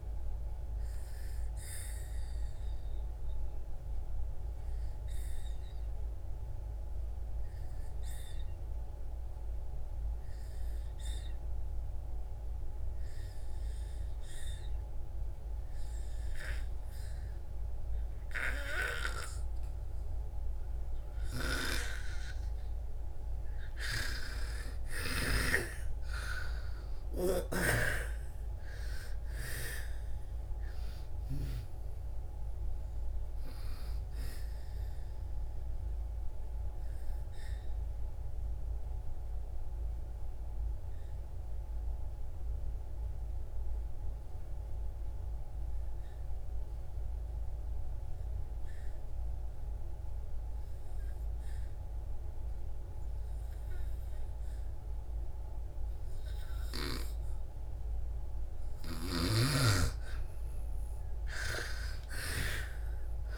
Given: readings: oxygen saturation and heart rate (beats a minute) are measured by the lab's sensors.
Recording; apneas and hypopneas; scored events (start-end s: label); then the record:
breathing in sleep by a room microphone; 2
0.00-12.00 s: oxygen desaturation (device-marked, oxygen 85% lowest)
1.00-22.00 s: obstructive apnea (oxygen 97% before, 81% lowest)
19.00-53.00 s: oxygen desaturation (device-marked, oxygen 97% before, 81% lowest)
24.00-27.50 s: arousal
34.00-58.50 s: obstructive apnea (oxygen 97% before, 81% lowest)
55.00-63.38 s: oxygen desaturation (device-marked, oxygen 98% before, 81% lowest)
58.50-63.38 s: snoring (device-marked)
60.50-63.38 s: arousal
From the record:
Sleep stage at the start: N2 (light sleep); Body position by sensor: on the back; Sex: female